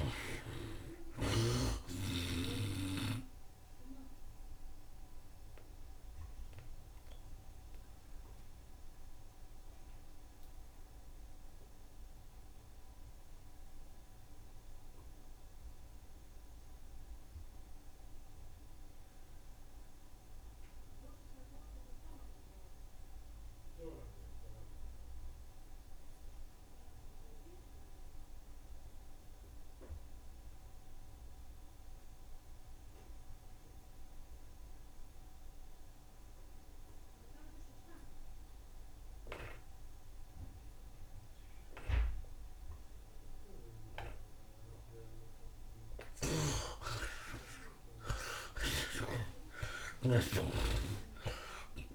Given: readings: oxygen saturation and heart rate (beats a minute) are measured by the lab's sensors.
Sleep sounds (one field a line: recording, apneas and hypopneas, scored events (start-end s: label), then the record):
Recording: breathing in sleep by a room microphone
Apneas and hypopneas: 1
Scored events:
0.00-19.50 s: oxygen desaturation (device-marked, oxygen 51% lowest, heart rate 71 extreme)
4.00-45.00 s: mixed apnea (oxygen 60% before, 49% lowest, heart rate 90 before, 64 extreme, up 6 after)
21.50-51.95 s: oxygen desaturation (device-marked, oxygen 85% before, 49% lowest, heart rate 80 before, 64 extreme)
46.50-51.95 s: snoring (device-marked)
47.00-51.95 s: arousal
From the record:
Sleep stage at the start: N2 (light sleep)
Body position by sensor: on the right side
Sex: male